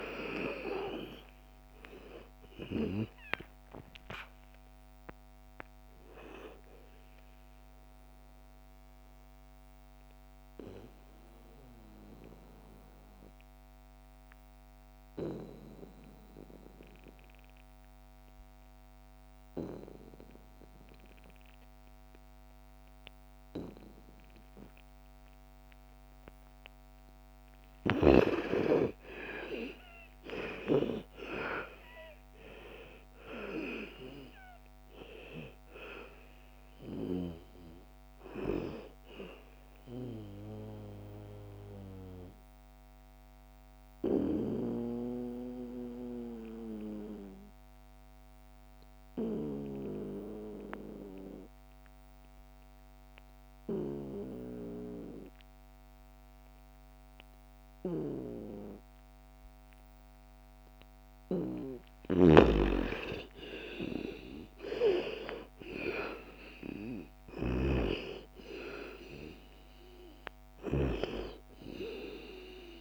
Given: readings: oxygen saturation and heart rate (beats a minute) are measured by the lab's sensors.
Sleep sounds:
breathing in sleep by a microphone on the trachea; 2
0.00-22.50 s: oxygen desaturation (device-marked, oxygen 83% lowest, heart rate 54 extreme)
8.00-26.00 s: obstructive apnea (oxygen 99% before, 83% lowest, heart rate 66 before, 54 extreme, up 15 after)
28.50-32.50 s: arousal
28.50-46.50 s: oxygen desaturation (device-marked, oxygen 99% before, 84% lowest, heart rate 58 before, 54 extreme)
39.50-60.00 s: obstructive apnea (oxygen 99% before, 81% lowest, heart rate 63 before, 54 extreme, up 13 after)
61.50-67.50 s: snoring (device-marked)
61.50-72.81 s: oxygen desaturation (device-marked, oxygen 99% before, 83% lowest, heart rate 56 before, 56 extreme)
63.00-67.50 s: arousal
From the record:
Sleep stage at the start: N2 (light sleep); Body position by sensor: on the back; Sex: female

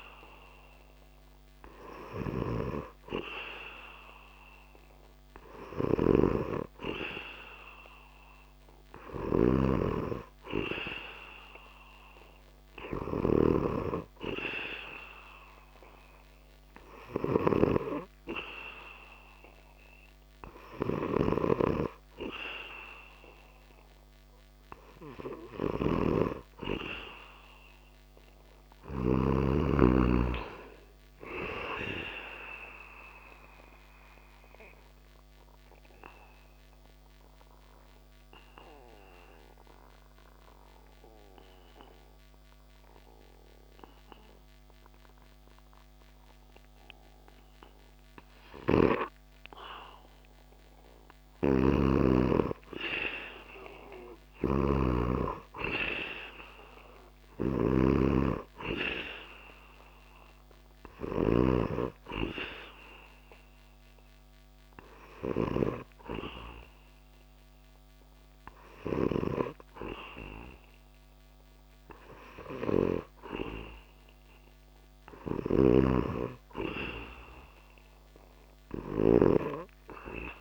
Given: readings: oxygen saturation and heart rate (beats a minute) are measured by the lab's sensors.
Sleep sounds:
breathing in sleep by a microphone on the trachea; 2
5.00-8.50 s: snoring (device-marked)
16.50-21.00 s: snoring (device-marked)
27.50-31.00 s: arousal
33.00-49.00 s: obstructive apnea (oxygen 98% before, 95% lowest)
47.50-60.50 s: snoring (device-marked)
51.00-54.50 s: arousal
63.50-74.00 s: hypopnea (oxygen 99% before, 95% lowest)
67.50-80.41 s: oxygen desaturation (device-marked, oxygen 99% before, 95% lowest)
74.50-80.41 s: snoring (device-marked)
77.50-80.41 s: arousal
From the record:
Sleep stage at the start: N2 (light sleep); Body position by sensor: on the back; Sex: male

